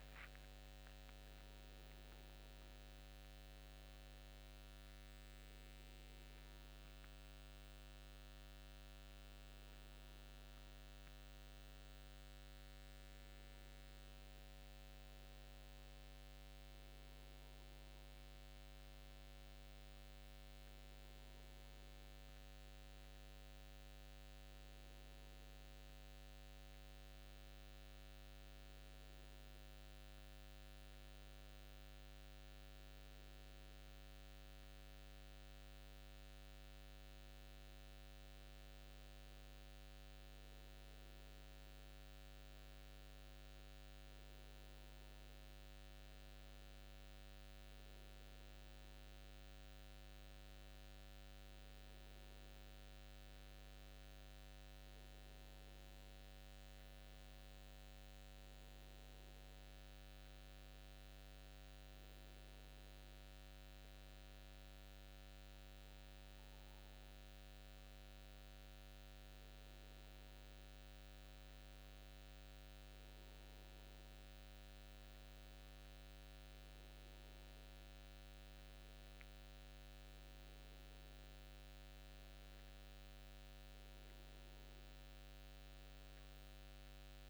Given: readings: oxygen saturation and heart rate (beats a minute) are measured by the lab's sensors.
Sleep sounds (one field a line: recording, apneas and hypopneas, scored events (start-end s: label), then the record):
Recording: breathing in sleep, hard to hear, by a microphone on the trachea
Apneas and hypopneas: none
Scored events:
none scored
From the record:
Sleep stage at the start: N1 (lightest sleep)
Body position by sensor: on the back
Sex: male